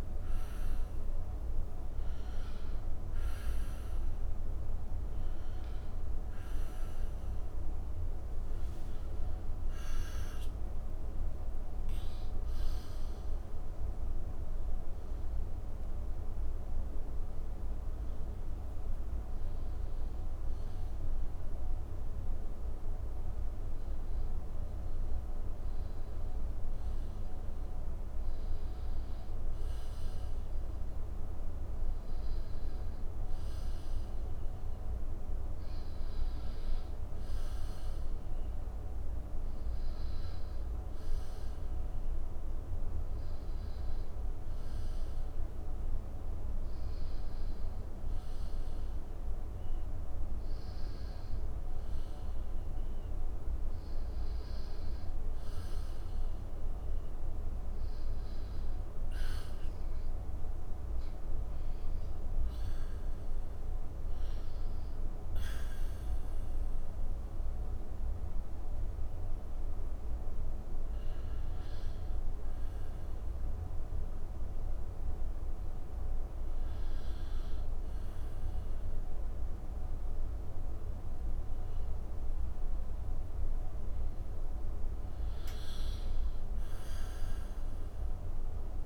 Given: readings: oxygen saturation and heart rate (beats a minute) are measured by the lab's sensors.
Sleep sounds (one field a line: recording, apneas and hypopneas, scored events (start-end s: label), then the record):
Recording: breathing in sleep, hard to hear, by a room microphone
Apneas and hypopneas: none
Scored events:
9.50-13.50 s: arousal
From the record:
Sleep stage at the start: N1 (lightest sleep)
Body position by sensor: on the back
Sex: male